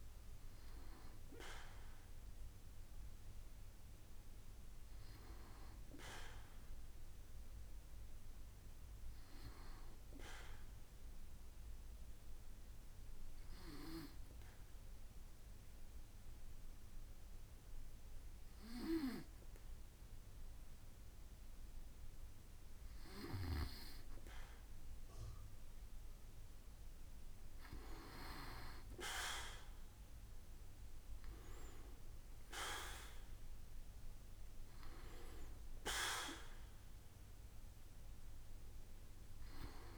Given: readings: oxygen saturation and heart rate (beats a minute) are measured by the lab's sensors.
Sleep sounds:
breathing in sleep by a room microphone; 1
10.50-23.00 s: obstructive apnea (oxygen 97% before, 95% lowest, heart rate 69 before, 64 extreme, up 6 after)
26.50-29.50 s: arousal
From the record:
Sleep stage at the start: N2 (light sleep); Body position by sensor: on the back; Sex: male

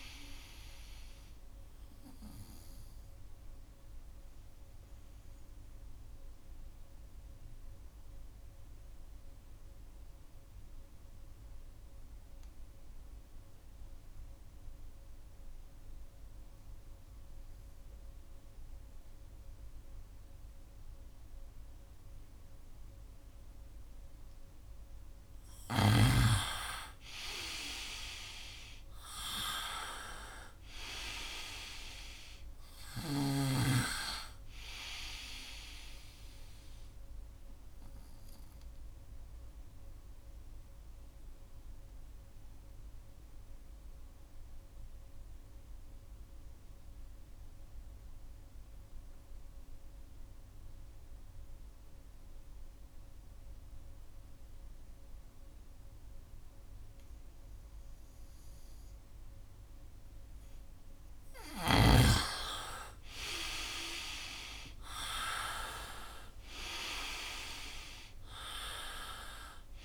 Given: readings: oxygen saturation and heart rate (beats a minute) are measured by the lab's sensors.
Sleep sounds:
breathing in sleep by a room microphone; 2
0.00-17.50 s: oxygen desaturation (device-marked, oxygen 85% lowest, heart rate 64 extreme)
0.50-24.00 s: obstructive apnea (oxygen 97% before, 85% lowest, heart rate 67 before, 64 extreme, up 2 after)
25.50-29.00 s: arousal
26.50-52.50 s: oxygen desaturation (device-marked, oxygen 98% before, 88% lowest, heart rate 68 before, 64 extreme)
37.00-59.00 s: obstructive apnea (oxygen 98% before, 88% lowest, heart rate 70 before, 64 extreme, up 16 after)
61.50-65.50 s: arousal
64.50-69.85 s: oxygen desaturation (device-marked, oxygen 98% before, 88% lowest, heart rate 66 before, 63 extreme)
65.50-67.50 s: long interval between heartbeats (device-marked, heart rate 67 before, 78 extreme)
From the record:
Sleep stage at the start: N2 (light sleep); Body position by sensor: on the right side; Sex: male

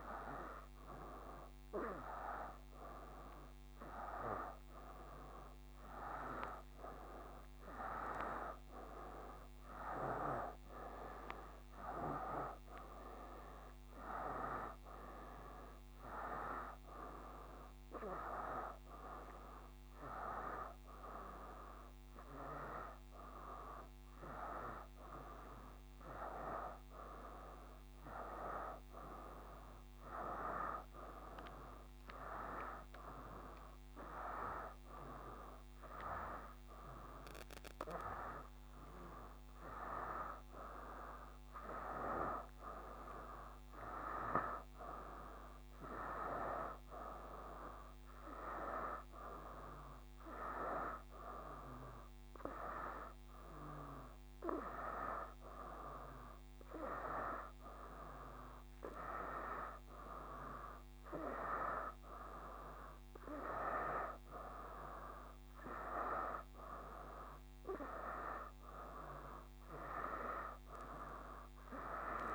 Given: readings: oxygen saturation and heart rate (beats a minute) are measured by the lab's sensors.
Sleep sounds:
breathing in sleep by a microphone on the trachea; none
0.00-1.00 s: long interval between heartbeats (device-marked, heart rate 80 extreme)
2.00-4.00 s: long interval between heartbeats (device-marked, heart rate 73 before, 97 extreme)
12.00-14.00 s: long interval between heartbeats (device-marked, heart rate 79 before, 88 extreme)
31.00-72.35 s: new sleep stage, N2 (light sleep)
46.00-48.00 s: long interval between heartbeats (device-marked, heart rate 71 before, 79 extreme)
From the record:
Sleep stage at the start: N1 (lightest sleep); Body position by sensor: on the back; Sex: male

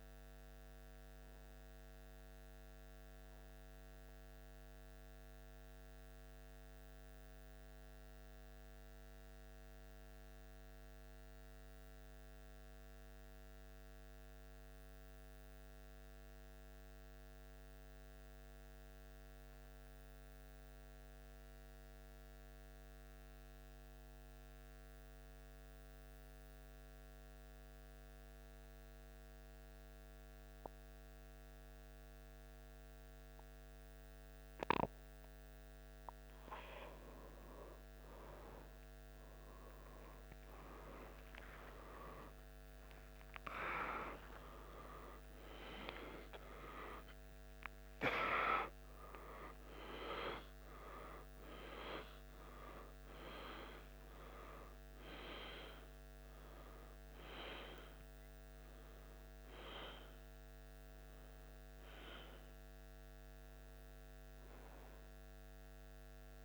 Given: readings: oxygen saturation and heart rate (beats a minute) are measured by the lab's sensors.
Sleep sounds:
breathing in sleep by a microphone on the trachea; 1
3.00-35.50 s: mixed apnea (oxygen 97% before, 92% lowest, heart rate 76 before, 72 extreme, up 0 after)
28.00-51.00 s: oxygen desaturation (device-marked, oxygen 96% before, 92% lowest, heart rate 75 before, 74 extreme)
34.00-66.45 s: new sleep stage, N1 (lightest sleep)
40.50-47.50 s: arousal
From the record:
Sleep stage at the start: N2 (light sleep); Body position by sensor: on the back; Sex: male

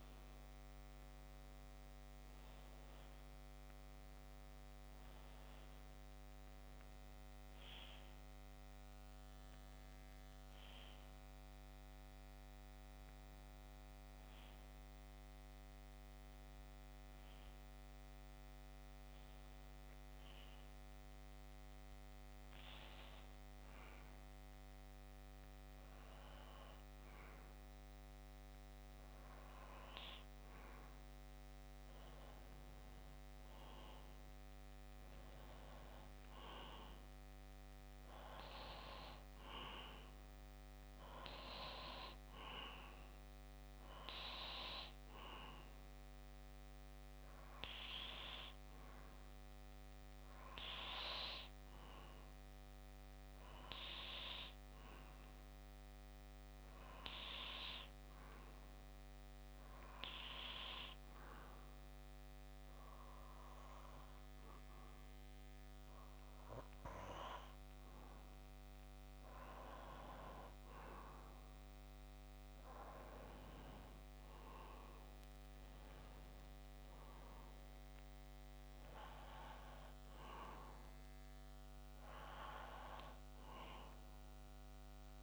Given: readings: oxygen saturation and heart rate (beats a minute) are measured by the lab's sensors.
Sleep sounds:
breathing in sleep by a microphone on the trachea; 2
14.00-29.50 s: hypopnea (oxygen 95% before, 92% lowest, heart rate 69 before, 67 extreme, up 0 after)
31.00-34.00 s: arousal
58.50-69.50 s: hypopnea (oxygen 95% before, 91% lowest, heart rate 68 before, 66 extreme, up 0 after)
71.50-75.00 s: arousal
From the record:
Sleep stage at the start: N2 (light sleep); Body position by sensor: on the back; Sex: male

